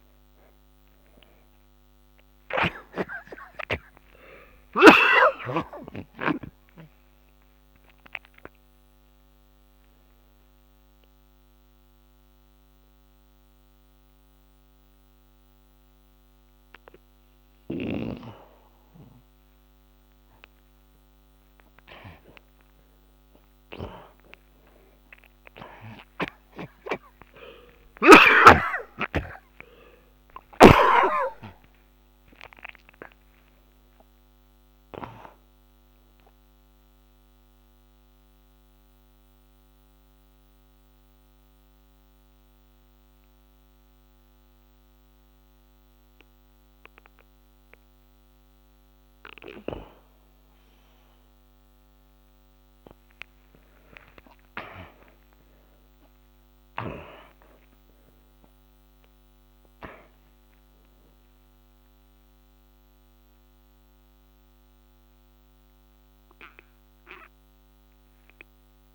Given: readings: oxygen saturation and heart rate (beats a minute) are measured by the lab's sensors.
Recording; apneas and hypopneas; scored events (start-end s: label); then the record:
a person partly awake in a sleep study, by a microphone on the trachea; 1
32.00-68.95 s: new sleep stage, N2 (light sleep)
37.00-53.00 s: oxygen desaturation (device-marked, oxygen 97% before, 88% lowest, heart rate 80 before, 57 extreme)
38.00-53.00 s: obstructive apnea (oxygen 97% before, 72% lowest, heart rate 81 before, 57 extreme, up 10 after)
54.00-57.50 s: arousal
59.00-68.95 s: oxygen desaturation (device-marked, oxygen 98% before, 81% lowest, heart rate 66 before, 56 extreme)
From the record:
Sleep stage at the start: awake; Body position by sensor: on the back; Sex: male